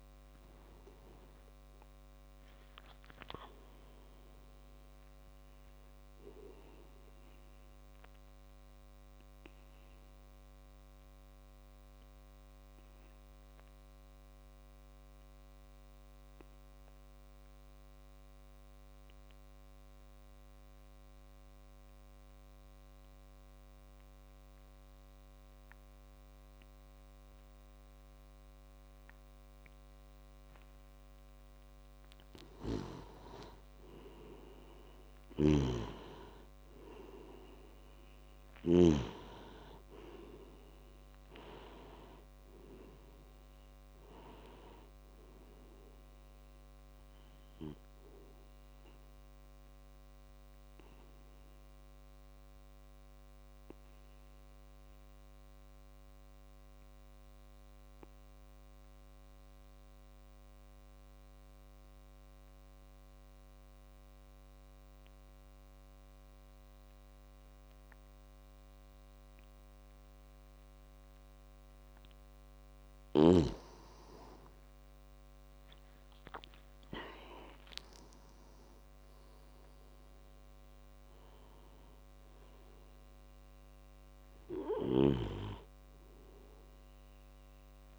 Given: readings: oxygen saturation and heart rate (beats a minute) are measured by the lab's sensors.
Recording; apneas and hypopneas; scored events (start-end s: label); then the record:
breathing in sleep by a microphone on the trachea; 2
0.00-18.50 s: oxygen desaturation (device-marked, oxygen 90% lowest)
7.00-31.50 s: obstructive apnea (oxygen 98% before, 90% lowest)
33.00-37.00 s: arousal
34.50-61.50 s: oxygen desaturation (device-marked, oxygen 98% before, 90% lowest)
35.00-39.00 s: snoring (device-marked)
50.50-72.00 s: obstructive apnea (oxygen 98% before, 90% lowest)
73.50-78.50 s: arousal
76.50-87.99 s: oxygen desaturation (device-marked, oxygen 98% before, 90% lowest)
From the record:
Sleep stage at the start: N2 (light sleep); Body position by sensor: on the back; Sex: male